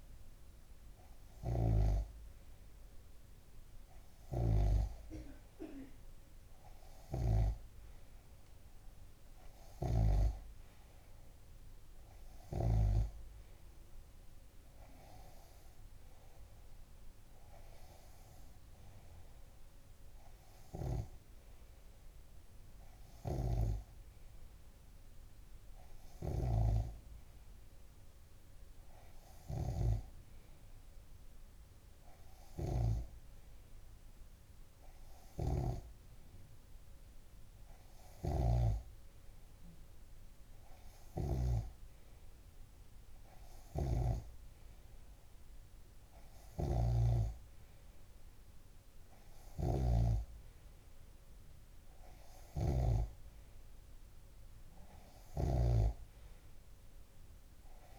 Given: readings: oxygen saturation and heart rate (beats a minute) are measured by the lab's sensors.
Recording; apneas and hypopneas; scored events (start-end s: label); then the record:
breathing in sleep by a room microphone; none
7.00-19.00 s: oxygen desaturation (device-marked, oxygen 97% before, 93% lowest)
23.50-27.00 s: snoring (device-marked)
35.50-57.99 s: snoring (device-marked)
From the record:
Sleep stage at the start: N2 (light sleep); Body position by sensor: on the left side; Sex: male